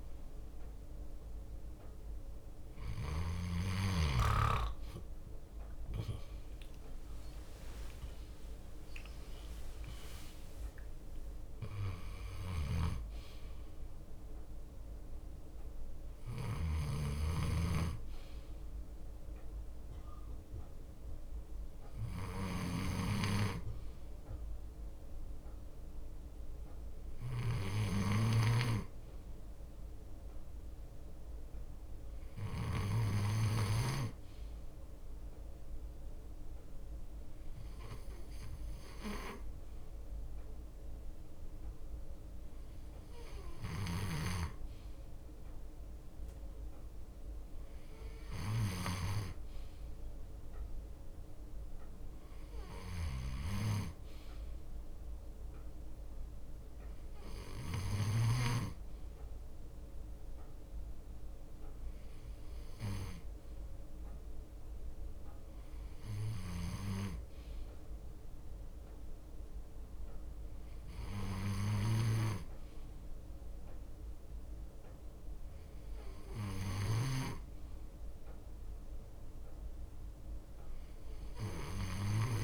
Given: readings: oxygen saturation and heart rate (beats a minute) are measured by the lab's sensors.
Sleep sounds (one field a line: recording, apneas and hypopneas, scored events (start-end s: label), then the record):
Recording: breathing in sleep by a room microphone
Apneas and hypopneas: none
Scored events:
0.00-3.00 s: leg movement (device-marked)
0.00-3.50 s: snoring (device-marked)
6.00-13.00 s: leg movement (device-marked)
6.00-18.00 s: drop in pulse transit time (device-marked, heart rate 60 before, 61 extreme)
16.00-18.00 s: leg movement (device-marked)
17.00-82.44 s: bradycardia (device-marked, heart rate 60 before, 57 extreme)
36.00-45.00 s: leg movement (device-marked)
64.50-68.00 s: leg movement (device-marked)
From the record:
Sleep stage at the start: N2 (light sleep)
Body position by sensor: on the left side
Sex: male